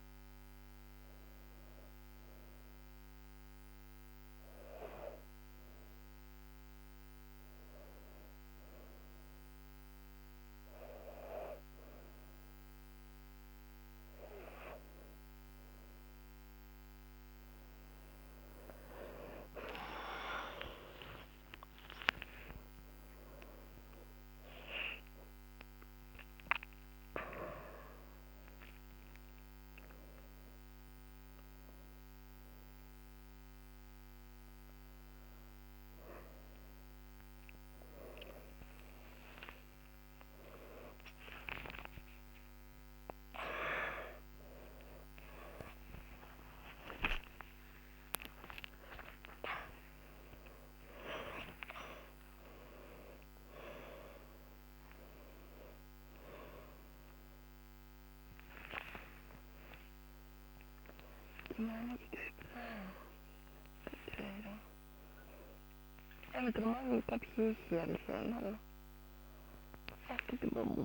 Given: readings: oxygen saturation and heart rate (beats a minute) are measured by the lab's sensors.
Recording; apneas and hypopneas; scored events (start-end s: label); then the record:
a person awake in a sleep study, by a microphone on the trachea; none
17.00-70.85 s: new sleep stage, awake
From the record:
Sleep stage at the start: N1 (lightest sleep); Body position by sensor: on the back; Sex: female